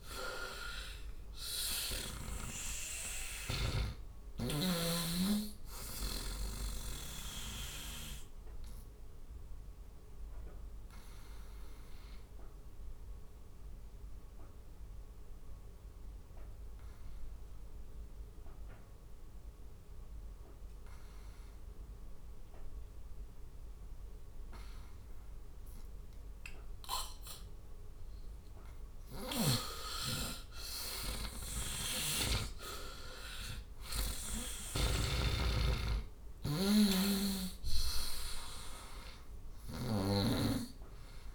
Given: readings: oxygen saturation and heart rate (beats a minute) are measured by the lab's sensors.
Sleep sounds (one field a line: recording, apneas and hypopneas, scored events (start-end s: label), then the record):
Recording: breathing in sleep by a room microphone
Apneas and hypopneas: 1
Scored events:
0.00-2.00 s: oxygen desaturation (device-marked, oxygen 88% lowest, heart rate 59 extreme)
0.00-2.00 s: snoring (device-marked)
7.50-28.50 s: obstructive apnea (oxygen 97% before, 89% lowest, heart rate 70 before, 69 extreme, up 8 after)
16.00-31.00 s: oxygen desaturation (device-marked, oxygen 97% before, 91% lowest, heart rate 71 before, 69 extreme)
30.00-34.00 s: arousal
31.00-34.50 s: snoring (device-marked)
From the record:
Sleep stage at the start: N2 (light sleep)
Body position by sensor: on the right side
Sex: male